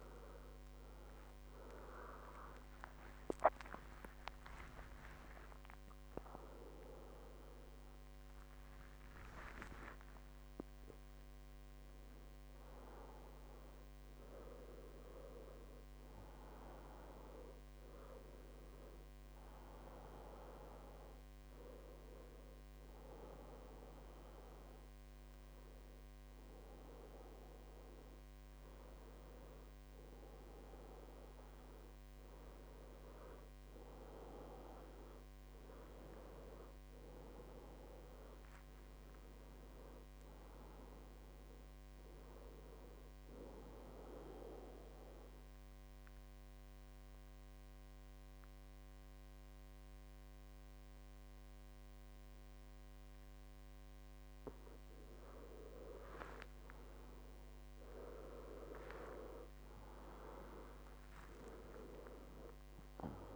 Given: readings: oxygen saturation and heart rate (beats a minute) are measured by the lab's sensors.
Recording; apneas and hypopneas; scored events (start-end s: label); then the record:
a person partly awake in a sleep study, by a microphone on the trachea; 2
0.00-14.00 s: oxygen desaturation (device-marked, oxygen 91% lowest, heart rate 63 extreme)
4.00-6.00 s: long interval between heartbeats (device-marked, heart rate 80 before, 91 extreme)
9.50-11.50 s: long interval between heartbeats (device-marked, heart rate 85 before, 92 extreme)
14.00-63.35 s: new sleep stage, N2 (light sleep)
19.00-32.50 s: hypopnea (oxygen 99% before, 95% lowest, heart rate 89 before, 63 extreme, up 9 after)
44.50-55.50 s: obstructive apnea (oxygen 99% before, 95% lowest, heart rate 68 before, 63 extreme, up 11 after)
57.00-61.00 s: arousal
From the record:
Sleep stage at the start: awake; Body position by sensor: on the back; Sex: male